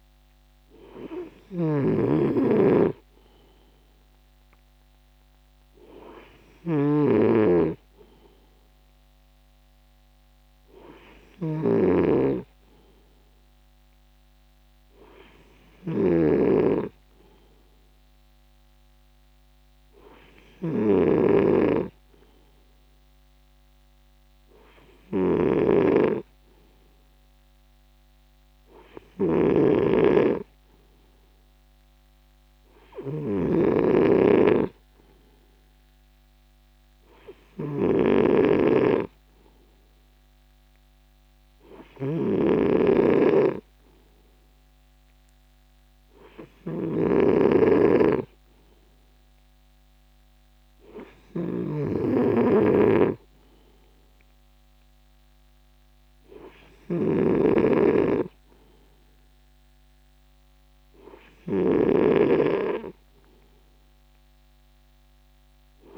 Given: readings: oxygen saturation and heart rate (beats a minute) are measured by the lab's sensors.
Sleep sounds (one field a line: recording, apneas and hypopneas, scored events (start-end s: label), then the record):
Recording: breathing in sleep by a microphone on the trachea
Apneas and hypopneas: none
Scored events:
0.00-16.50 s: snoring (device-marked)
From the record:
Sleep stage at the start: N2 (light sleep)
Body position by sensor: on the right side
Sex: male